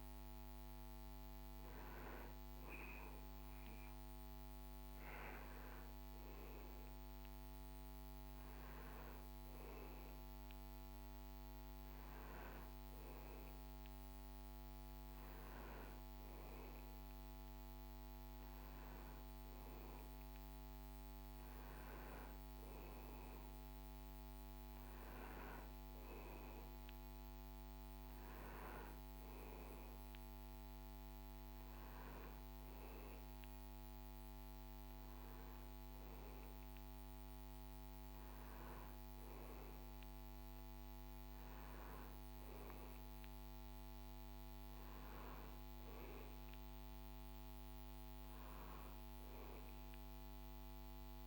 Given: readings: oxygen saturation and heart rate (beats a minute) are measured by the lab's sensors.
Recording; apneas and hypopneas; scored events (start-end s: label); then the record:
breathing in sleep, hard to hear, by a microphone on the trachea; none
none scored
From the record:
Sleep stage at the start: N1 (lightest sleep); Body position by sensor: on the back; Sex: male